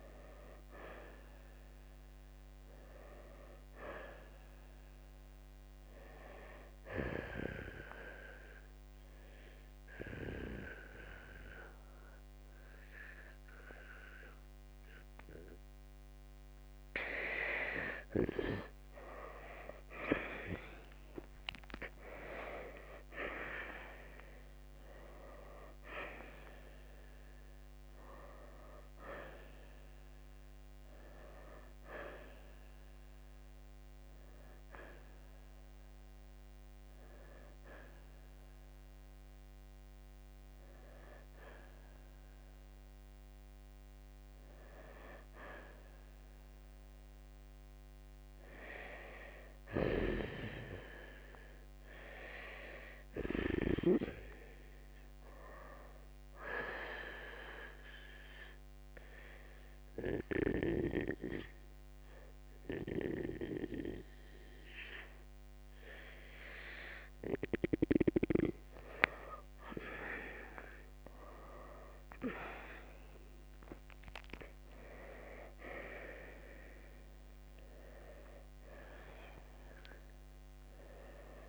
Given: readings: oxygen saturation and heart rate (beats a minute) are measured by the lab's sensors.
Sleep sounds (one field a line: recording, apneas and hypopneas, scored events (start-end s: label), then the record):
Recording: breathing in sleep by a microphone on the trachea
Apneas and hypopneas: 2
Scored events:
0.00-9.00 s: oxygen desaturation (device-marked, oxygen 84% lowest, heart rate 59 extreme)
0.50-4.00 s: arousal
7.50-18.00 s: obstructive apnea (oxygen 91% before, 86% lowest, heart rate 66 before, 59 extreme, up 7 after)
19.00-81.49 s: new sleep stage, N2 (light sleep)
19.50-24.50 s: arousal
41.00-54.00 s: oxygen desaturation (device-marked, oxygen 92% before, 86% lowest, heart rate 70 before, 58 extreme)
49.50-53.50 s: arousal
56.50-68.00 s: hypopnea (oxygen 94% before, 86% lowest, heart rate 66 before, 58 extreme, up 9 after)
65.00-73.00 s: oxygen desaturation (device-marked, oxygen 94% before, 90% lowest, heart rate 63 before, 59 extreme)
70.00-75.50 s: arousal
From the record:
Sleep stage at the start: N1 (lightest sleep)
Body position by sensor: on the right side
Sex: male